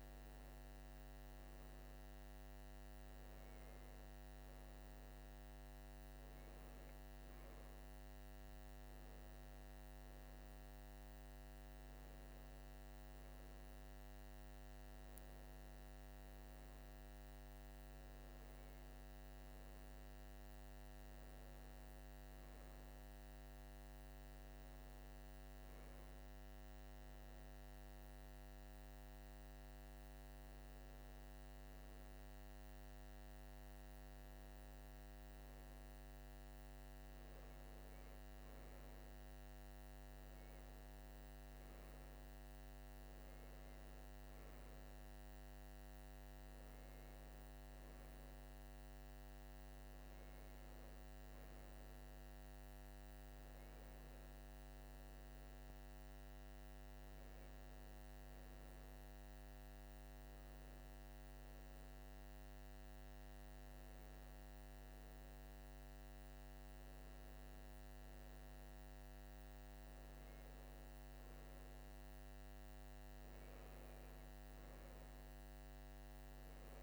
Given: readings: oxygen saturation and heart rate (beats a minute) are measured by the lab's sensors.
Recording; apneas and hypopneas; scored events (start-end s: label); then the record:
breathing in sleep, hard to hear, by a microphone on the trachea; none
none scored
From the record:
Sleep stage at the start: N2 (light sleep); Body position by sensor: on the right side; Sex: male